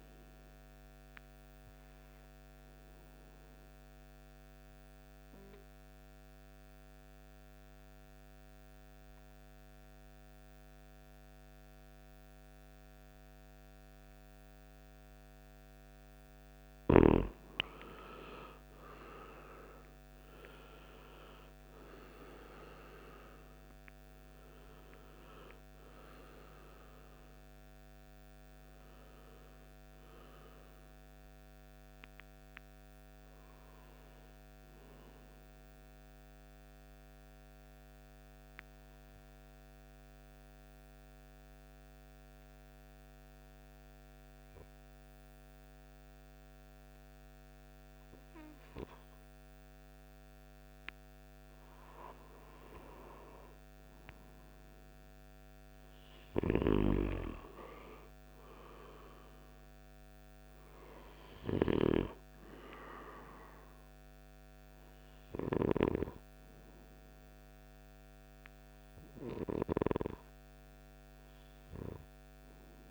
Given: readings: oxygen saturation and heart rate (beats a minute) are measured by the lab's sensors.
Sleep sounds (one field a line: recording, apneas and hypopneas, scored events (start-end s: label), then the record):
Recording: breathing in sleep by a microphone on the trachea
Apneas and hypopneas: 2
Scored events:
1.50-15.00 s: obstructive apnea (oxygen 98% before, 94% lowest, heart rate 60 before, 53 extreme, up 8 after)
20.50-41.50 s: oxygen desaturation (device-marked, oxygen 97% before, 94% lowest, heart rate 59 before, 52 extreme)
21.50-27.50 s: arousal
35.00-49.50 s: obstructive apnea (oxygen 97% before, 90% lowest, heart rate 62 before, 52 extreme, up 7 after)
52.00-56.50 s: arousal
From the record:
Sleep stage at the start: N2 (light sleep)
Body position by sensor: on the right side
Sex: male